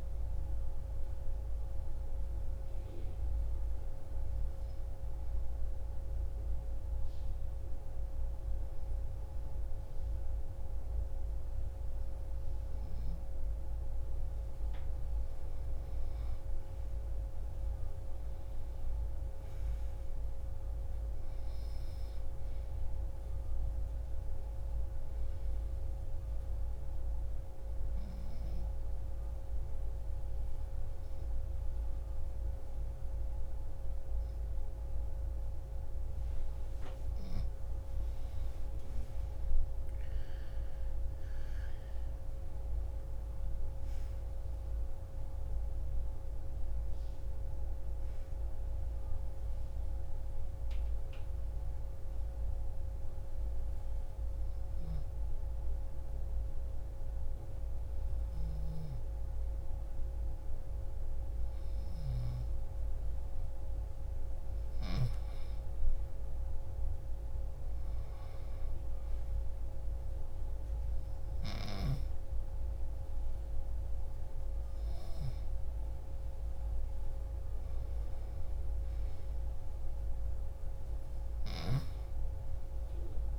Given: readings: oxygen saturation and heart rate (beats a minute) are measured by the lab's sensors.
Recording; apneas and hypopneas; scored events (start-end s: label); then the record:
breathing in sleep, hard to hear, by a room microphone; 3
2.50-14.50 s: obstructive apnea (oxygen 97% before, 89% lowest)
14.00-23.00 s: oxygen desaturation (device-marked, oxygen 96% before, 93% lowest)
16.50-20.00 s: arousal
25.50-36.50 s: obstructive apnea (oxygen 97% before, 89% lowest)
29.00-40.00 s: oxygen desaturation (device-marked, oxygen 97% before, 92% lowest)
40.00-45.00 s: arousal
48.00-64.00 s: oxygen desaturation (device-marked, oxygen 97% before, 89% lowest)
52.50-63.00 s: obstructive apnea (oxygen 97% before, 89% lowest)
66.00-70.00 s: arousal
From the record:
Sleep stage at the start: N2 (light sleep); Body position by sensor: on the back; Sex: female